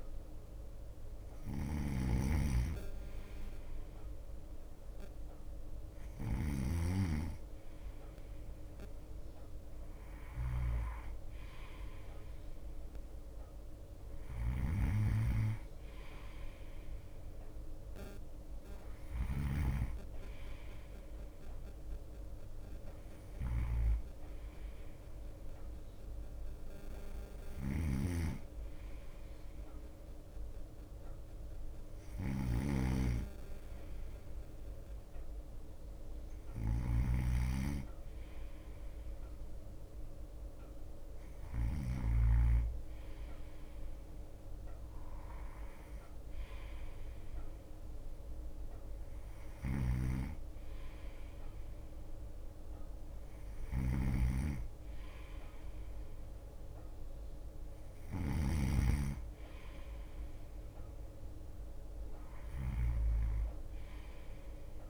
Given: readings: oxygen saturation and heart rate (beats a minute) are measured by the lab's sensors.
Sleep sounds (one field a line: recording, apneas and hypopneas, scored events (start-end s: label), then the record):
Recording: breathing in sleep by a room microphone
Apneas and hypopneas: none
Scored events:
0.00-9.50 s: bradycardia (device-marked, heart rate 55 extreme)
0.00-42.00 s: snoring (device-marked)
8.50-19.50 s: drop in pulse transit time (device-marked, heart rate 57 before, 56 extreme)
11.50-25.50 s: bradycardia (device-marked, heart rate 57 before, 56 extreme)
27.50-44.50 s: bradycardia (device-marked, heart rate 57 before, 56 extreme)
43.50-53.50 s: drop in pulse transit time (device-marked, heart rate 58 before, 56 extreme)
45.50-64.90 s: bradycardia (device-marked, heart rate 57 before, 55 extreme)
49.50-64.90 s: snoring (device-marked)
From the record:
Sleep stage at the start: N2 (light sleep)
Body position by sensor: on the right side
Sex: male